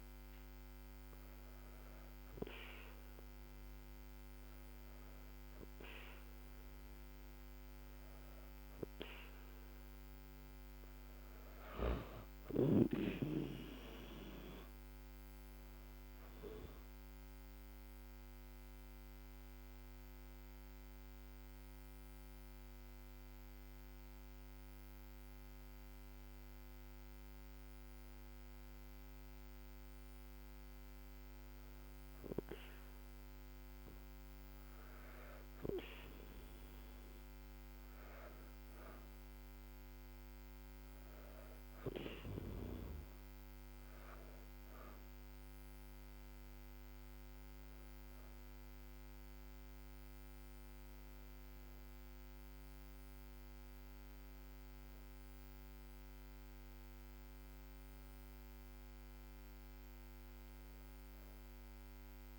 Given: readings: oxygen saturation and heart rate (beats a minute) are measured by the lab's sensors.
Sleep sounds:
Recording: breathing in sleep by a microphone on the trachea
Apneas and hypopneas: 1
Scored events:
12.00-15.50 s: arousal
18.00-31.50 s: obstructive apnea (oxygen 96% before, 94% lowest, heart rate 79 before, 75 extreme, up 5 after)
36.50-40.50 s: arousal
37.50-52.50 s: oxygen desaturation (device-marked, oxygen 98% before, 94% lowest, heart rate 77 before, 77 extreme)
From the record:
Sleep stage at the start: N2 (light sleep)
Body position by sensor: on the back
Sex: female

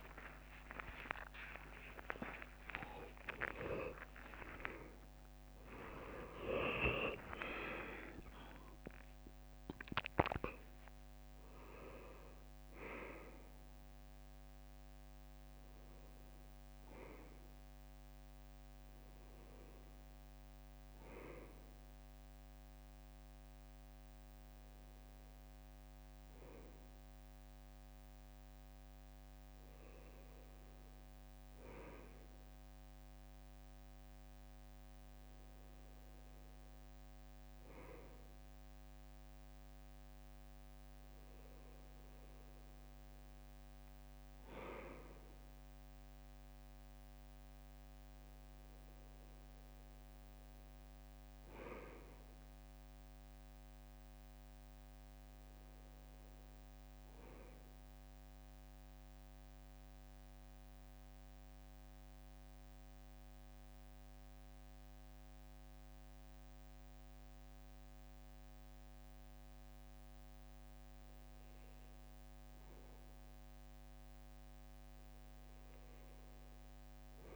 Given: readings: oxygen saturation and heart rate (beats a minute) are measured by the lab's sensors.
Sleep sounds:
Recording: a person awake in a sleep study, by a microphone on the trachea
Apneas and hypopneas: 1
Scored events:
0.50-2.50 s: long interval between heartbeats (device-marked, heart rate 81 before, 117 extreme)
58.50-71.50 s: mixed apnea (oxygen 99% before, 95% lowest, heart rate 60 before, 60 extreme, up 2 after)
58.50-77.36 s: new sleep stage, N1 (lightest sleep)
74.00-77.36 s: arousal
From the record:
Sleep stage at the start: awake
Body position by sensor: on the right side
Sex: male

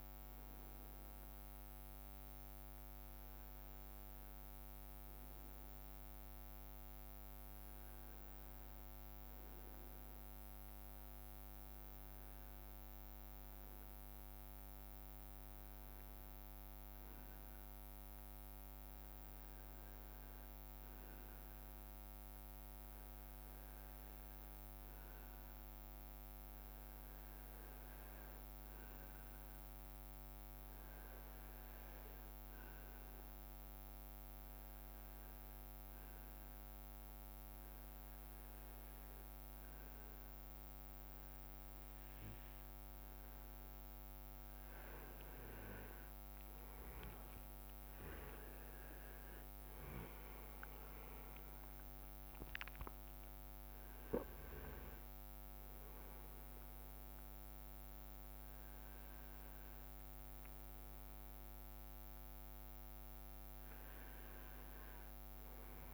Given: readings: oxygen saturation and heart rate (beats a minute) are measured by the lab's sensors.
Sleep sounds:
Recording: breathing in sleep, hard to hear, by a microphone on the trachea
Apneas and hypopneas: 1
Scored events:
18.00-42.00 s: hypopnea (oxygen 99% before, 93% lowest, heart rate 68 before, 64 extreme, up 4 after)
40.50-65.94 s: new sleep stage, N1 (lightest sleep)
45.00-52.00 s: leg movement (device-marked)
47.00-52.00 s: arousal
From the record:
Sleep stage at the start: N2 (light sleep)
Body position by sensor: on the right side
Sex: male

